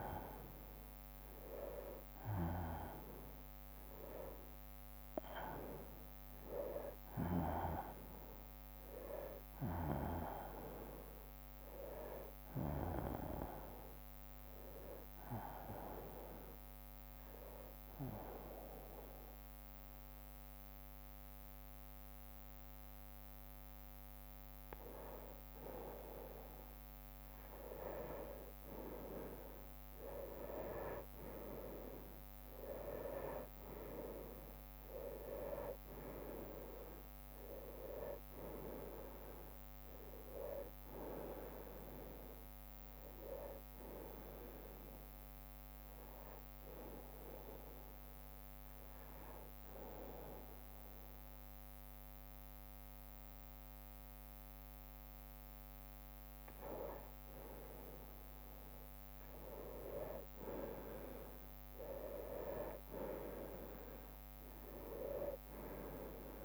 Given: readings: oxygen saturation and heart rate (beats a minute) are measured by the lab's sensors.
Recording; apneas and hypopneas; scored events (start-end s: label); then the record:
breathing in sleep by a microphone on the trachea; 2
0.00-7.50 s: bradycardia (device-marked, heart rate 54 extreme)
0.50-2.50 s: long interval between heartbeats (device-marked, heart rate 61 before, 55 extreme)
0.50-66.45 s: new sleep stage, N2 (light sleep)
8.00-12.00 s: arousal
11.50-17.50 s: bradycardia (device-marked, heart rate 69 before, 54 extreme)
17.00-27.50 s: hypopnea (oxygen 95% before, 91% lowest, heart rate 58 before, 51 extreme, up 11 after)
19.50-31.50 s: bradycardia (device-marked, heart rate 69 before, 51 extreme)
30.50-36.00 s: arousal
32.50-50.50 s: oxygen desaturation (device-marked, oxygen 95% before, 91% lowest, heart rate 58 before, 55 extreme)
44.50-51.50 s: bradycardia (device-marked, heart rate 69 before, 57 extreme)
46.00-57.50 s: hypopnea (oxygen 95% before, 91% lowest, heart rate 61 before, 55 extreme, up 7 after)
52.50-59.50 s: bradycardia (device-marked, heart rate 69 before, 55 extreme)
60.50-65.50 s: bradycardia (device-marked, heart rate 69 before, 56 extreme)
61.00-65.50 s: arousal
From the record:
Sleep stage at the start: N1 (lightest sleep); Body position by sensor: on the right side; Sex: male